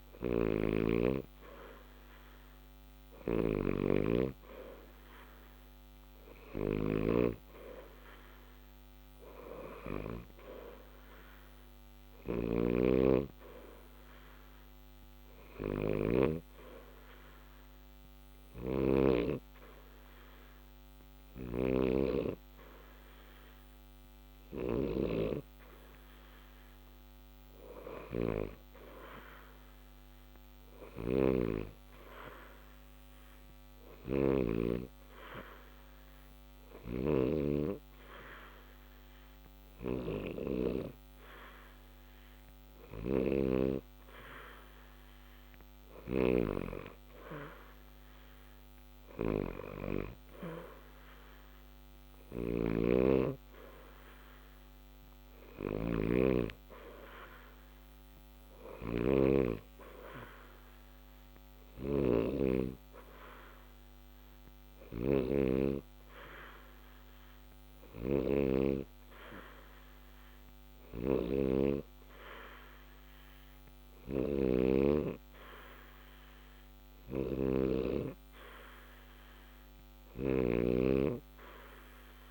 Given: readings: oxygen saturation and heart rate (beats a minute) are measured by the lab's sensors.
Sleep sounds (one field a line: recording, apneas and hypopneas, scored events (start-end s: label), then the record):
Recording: breathing in sleep by a microphone on the trachea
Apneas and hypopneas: 2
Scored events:
0.00-2.00 s: arousal
12.00-18.50 s: snoring (device-marked)
28.00-44.00 s: hypopnea (oxygen 91% before, 88% lowest, heart rate 60 before, 60 extreme, up 0 after)
46.00-49.50 s: arousal
52.00-59.00 s: snoring (device-marked)
59.00-76.00 s: hypopnea (oxygen 90% before, 88% lowest, heart rate 60 before, 60 extreme, up 0 after)
78.00-81.00 s: arousal
From the record:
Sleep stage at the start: N2 (light sleep)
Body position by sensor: on the back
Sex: male